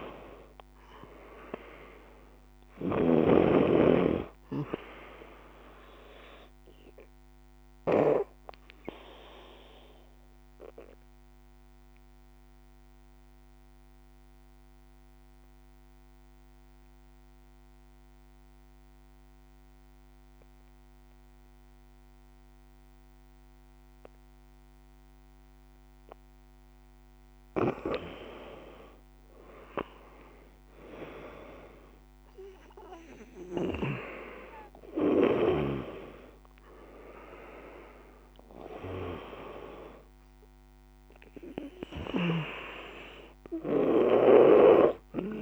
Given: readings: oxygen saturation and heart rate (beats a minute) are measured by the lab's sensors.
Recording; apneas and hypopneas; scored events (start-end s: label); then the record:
breathing in sleep by a microphone on the trachea; 1
6.50-26.50 s: oxygen desaturation (device-marked, oxygen 96% before, 88% lowest, heart rate 63 before, 56 extreme)
7.00-26.00 s: obstructive apnea (oxygen 96% before, 85% lowest, heart rate 63 before, 56 extreme, up 12 after)
28.50-34.00 s: arousal
33.50-45.41 s: oxygen desaturation (device-marked, oxygen 96% before, 85% lowest, heart rate 61 before, 58 extreme)
From the record:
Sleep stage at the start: N2 (light sleep); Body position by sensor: on the right side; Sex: female